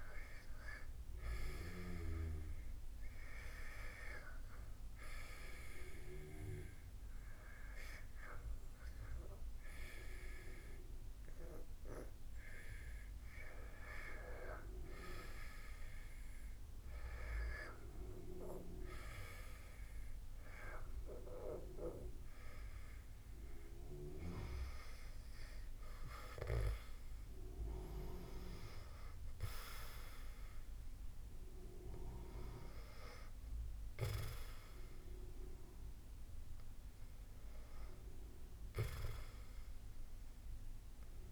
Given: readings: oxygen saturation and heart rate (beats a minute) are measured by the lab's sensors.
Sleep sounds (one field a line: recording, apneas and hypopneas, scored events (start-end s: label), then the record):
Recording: breathing in sleep by a room microphone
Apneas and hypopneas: 1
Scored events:
0.00-13.00 s: oxygen desaturation (device-marked, oxygen 89% lowest, heart rate 78 extreme)
5.50-23.00 s: hypopnea (oxygen 95% before, 89% lowest, heart rate 81 before, 75 extreme, up 10 after)
13.00-41.32 s: new sleep stage, N2 (light sleep)
24.50-29.00 s: arousal
From the record:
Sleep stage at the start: REM sleep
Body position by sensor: on the back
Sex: male